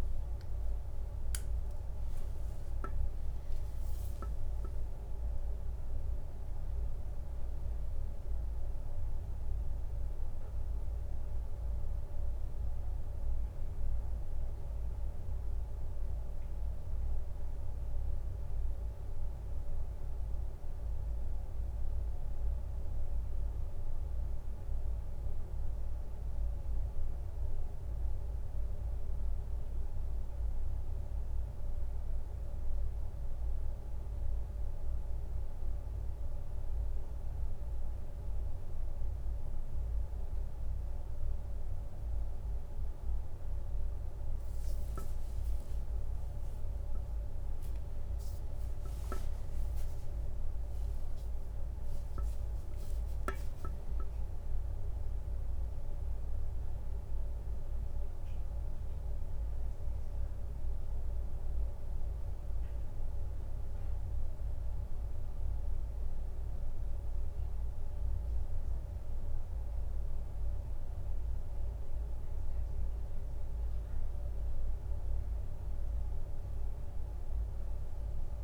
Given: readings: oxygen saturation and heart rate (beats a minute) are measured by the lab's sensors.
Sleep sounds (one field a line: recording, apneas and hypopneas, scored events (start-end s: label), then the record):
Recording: a person awake in a sleep study, hard to hear, by a room microphone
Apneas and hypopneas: none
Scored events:
52.50-54.50 s: leg movement (device-marked)
63.00-78.44 s: new sleep stage, N1 (lightest sleep)
From the record:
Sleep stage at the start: awake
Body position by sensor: on the right side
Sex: male